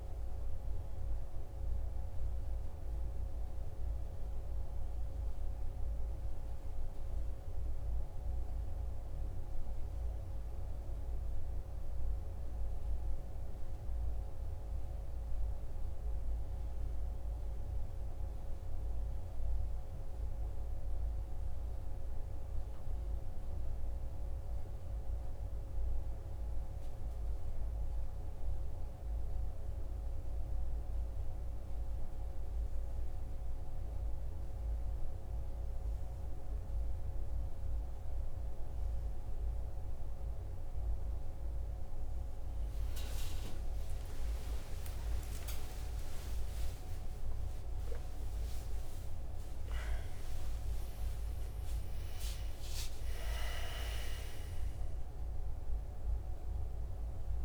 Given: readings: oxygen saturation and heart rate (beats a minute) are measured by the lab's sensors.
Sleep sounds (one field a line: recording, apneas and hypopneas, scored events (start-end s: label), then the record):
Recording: a person awake in a sleep study, hard to hear, by a room microphone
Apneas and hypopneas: none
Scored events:
none scored
From the record:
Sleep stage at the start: awake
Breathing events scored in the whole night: 239 in 6.0 hours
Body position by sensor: on the right side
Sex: male